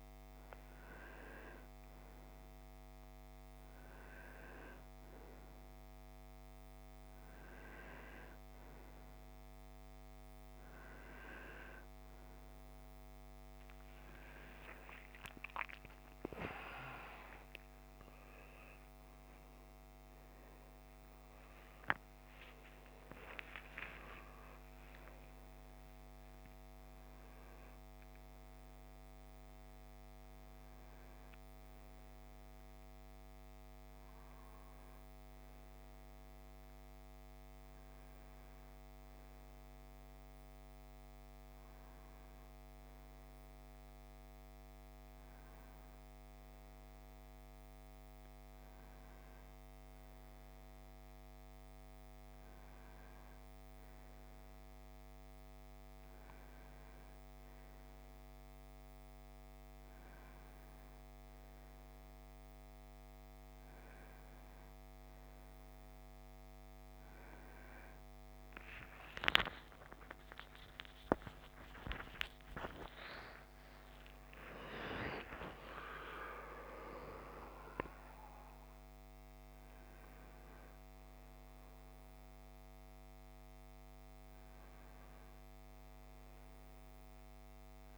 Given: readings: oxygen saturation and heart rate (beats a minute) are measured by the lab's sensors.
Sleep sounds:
breathing in sleep by a microphone on the trachea; none
15.50-21.50 s: arousal
24.00-87.98 s: new sleep stage, N1 (lightest sleep)
69.50-76.00 s: arousal
From the record:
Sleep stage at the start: N2 (light sleep); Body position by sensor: on the right side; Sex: male

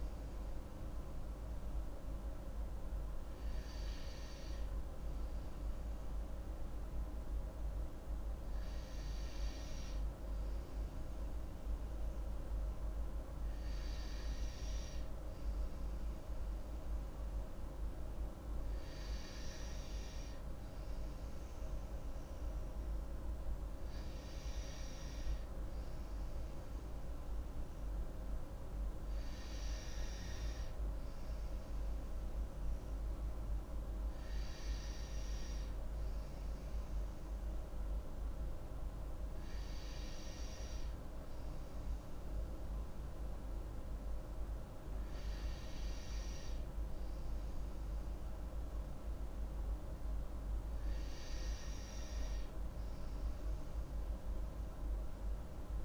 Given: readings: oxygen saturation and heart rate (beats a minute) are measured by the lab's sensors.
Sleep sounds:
breathing in sleep, hard to hear, by a room microphone; none
none scored
From the record:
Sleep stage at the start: N2 (light sleep); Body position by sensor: on the right side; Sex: female

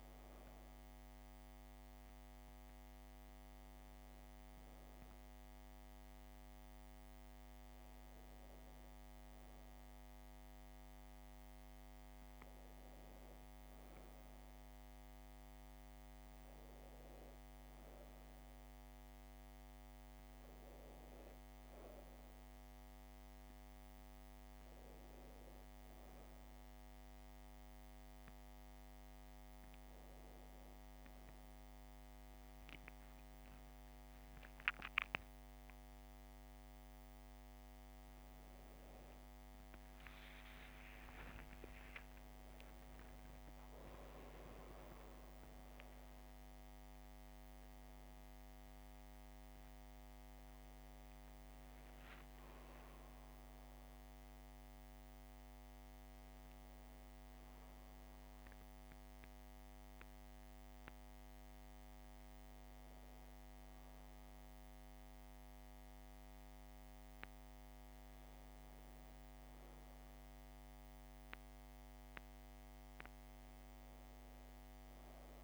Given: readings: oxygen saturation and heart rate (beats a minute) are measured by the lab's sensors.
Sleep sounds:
a person awake in a sleep study, hard to hear, by a microphone on the trachea; none
none scored
From the record:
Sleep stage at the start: awake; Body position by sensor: on the back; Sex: female

